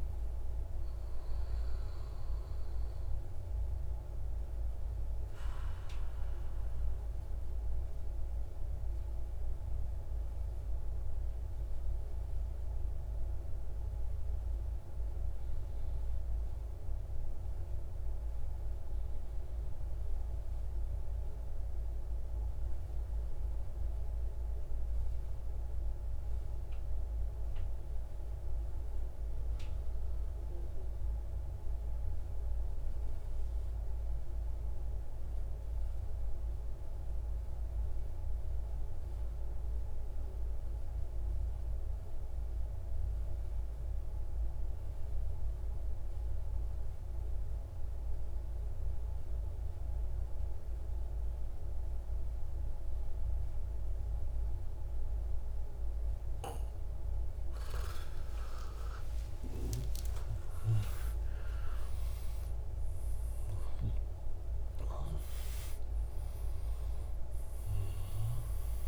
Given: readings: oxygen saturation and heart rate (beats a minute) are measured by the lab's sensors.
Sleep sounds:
breathing in sleep, hard to hear, by a room microphone; 1
0.00-7.50 s: oxygen desaturation (device-marked, oxygen 87% lowest, heart rate 130 extreme)
6.00-57.00 s: mixed apnea (oxygen 94% before, 84% lowest, heart rate 169 before, 38 extreme)
33.50-68.88 s: oxygen desaturation (device-marked, oxygen 99% before, 84% lowest, heart rate 173 before, 38 extreme)
58.00-63.00 s: arousal
From the record:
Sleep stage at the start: N2 (light sleep); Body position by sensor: on the right side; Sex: male

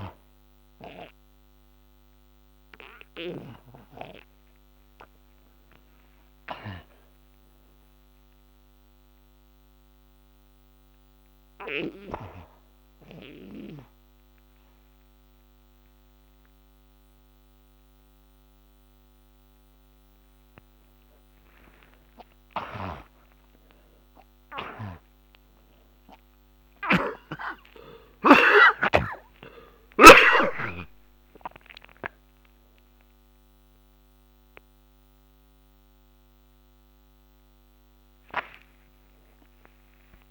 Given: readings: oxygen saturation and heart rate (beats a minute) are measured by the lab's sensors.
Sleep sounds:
breathing in sleep by a microphone on the trachea; 1
1.00-16.00 s: oxygen desaturation (device-marked, oxygen 97% before, 87% lowest, heart rate 57 before, 57 extreme)
8.50-20.50 s: obstructive apnea (oxygen 97% before, 86% lowest, heart rate 59 before, 58 extreme, up 26 after)
18.00-27.00 s: oxygen desaturation (device-marked, oxygen 91% before, 86% lowest, heart rate 64 before, 52 extreme)
21.50-28.50 s: arousal
27.00-30.50 s: snoring (device-marked)
From the record:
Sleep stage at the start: N2 (light sleep); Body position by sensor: on the back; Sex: male

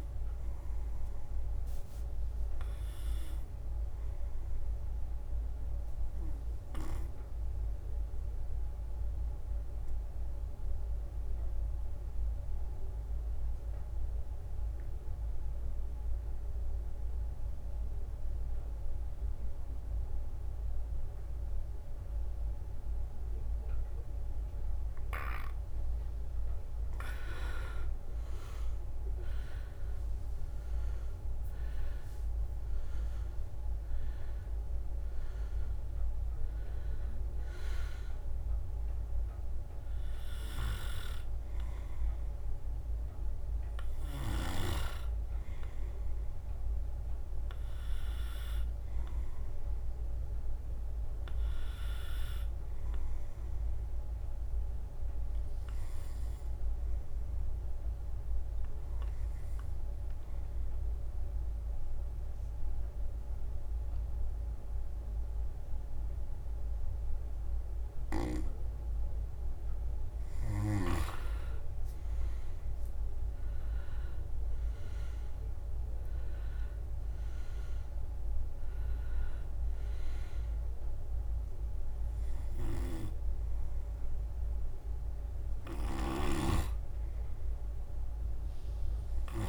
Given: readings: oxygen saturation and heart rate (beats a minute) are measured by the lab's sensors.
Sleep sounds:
breathing in sleep by a room microphone; 2
0.00-4.50 s: oxygen desaturation (device-marked, oxygen 93% lowest, heart rate 65 extreme)
7.00-26.50 s: obstructive apnea (oxygen 98% before, 91% lowest, heart rate 69 before, 65 extreme, up 8 after)
22.50-51.50 s: oxygen desaturation (device-marked, oxygen 98% before, 91% lowest, heart rate 66 before, 66 extreme)
27.50-41.50 s: drop in pulse transit time (device-marked, heart rate 66 before, 67 extreme)
28.00-32.00 s: arousal
53.50-57.00 s: arousal
61.00-71.50 s: obstructive apnea (oxygen 98% before, 92% lowest, heart rate 67 before, 66 extreme, up 5 after)
71.50-83.50 s: drop in pulse transit time (device-marked, heart rate 68 before, 70 extreme)
73.50-77.00 s: arousal
77.50-89.49 s: oxygen desaturation (device-marked, oxygen 97% before, 94% lowest, heart rate 69 before, 61 extreme)
From the record:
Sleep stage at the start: N2 (light sleep); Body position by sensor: on the right side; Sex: male

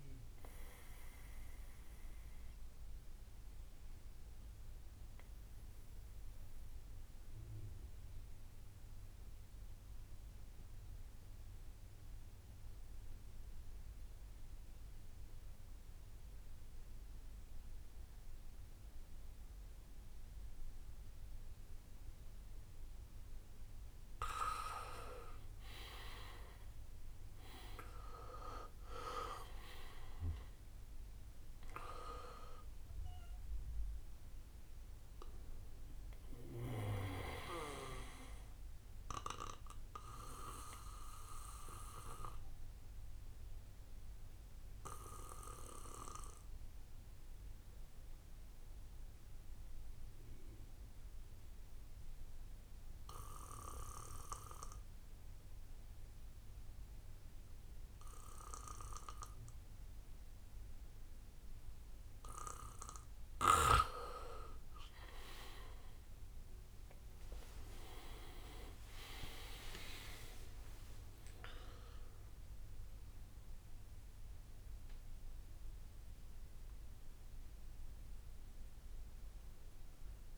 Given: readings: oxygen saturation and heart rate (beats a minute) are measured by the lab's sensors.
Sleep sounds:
breathing in sleep by a room microphone; 2
0.00-7.00 s: oxygen desaturation (device-marked, oxygen 90% lowest, heart rate 58 extreme)
0.50-22.50 s: obstructive apnea (oxygen 96% before, 88% lowest, heart rate 66 before, 56 extreme, up 8 after)
3.00-10.00 s: bradycardia (device-marked, heart rate 72 before, 58 extreme)
20.00-48.00 s: oxygen desaturation (device-marked, oxygen 98% before, 88% lowest, heart rate 61 before, 56 extreme)
25.00-28.50 s: arousal
34.00-40.00 s: bradycardia (device-marked, heart rate 69 before, 56 extreme)
41.00-62.50 s: obstructive apnea (oxygen 98% before, 89% lowest, heart rate 65 before, 58 extreme, up 60 after)
46.00-52.00 s: bradycardia (device-marked, heart rate 69 before, 58 extreme)
62.00-80.38 s: oxygen desaturation (device-marked, oxygen 98% before, 91% lowest, heart rate 61 before, 57 extreme)
66.00-72.00 s: arousal
67.00-73.00 s: tachycardia (device-marked, heart rate 69 before, 127 extreme)
67.50-69.50 s: long interval between heartbeats (device-marked, heart rate 61 before, 75 extreme)
71.00-73.00 s: long interval between heartbeats (device-marked, heart rate 68 before, 125 extreme)
From the record:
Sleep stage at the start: N2 (light sleep); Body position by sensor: on the back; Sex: male

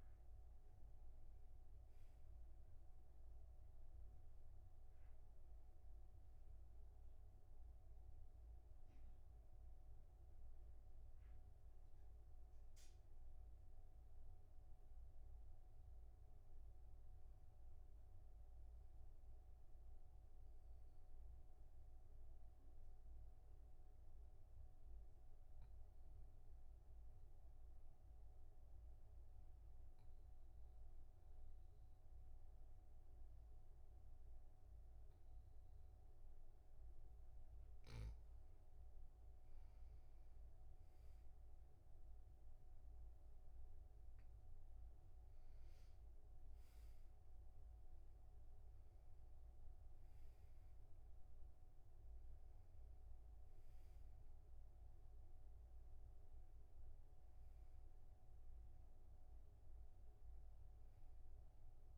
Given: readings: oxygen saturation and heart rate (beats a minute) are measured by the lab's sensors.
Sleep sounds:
breathing in sleep, hard to hear, by a room microphone; 1
0.00-21.00 s: oxygen desaturation (device-marked, oxygen 94% lowest, heart rate 42 extreme)
19.00-38.00 s: obstructive apnea (oxygen 98% before, 95% lowest, heart rate 50 before, 42 extreme, up 3 after)
41.50-45.00 s: arousal
44.00-57.00 s: oxygen desaturation (device-marked, oxygen 98% before, 96% lowest, heart rate 47 before, 43 extreme)
From the record:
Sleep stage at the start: N2 (light sleep); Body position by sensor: on the back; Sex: male

